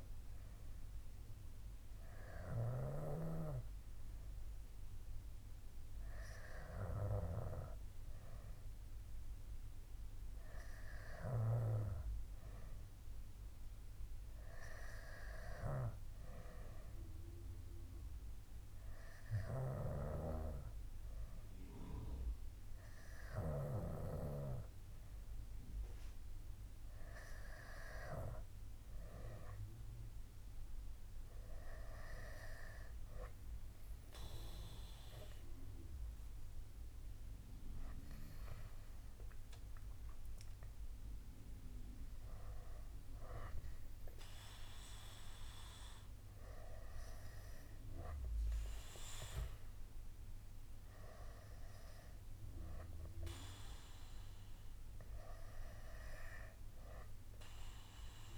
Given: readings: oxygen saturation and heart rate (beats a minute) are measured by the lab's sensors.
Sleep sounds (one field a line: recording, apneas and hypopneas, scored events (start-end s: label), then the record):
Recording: breathing in sleep by a room microphone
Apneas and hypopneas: none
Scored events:
38.50-41.50 s: arousal
From the record:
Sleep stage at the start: N2 (light sleep)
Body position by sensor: on the back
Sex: male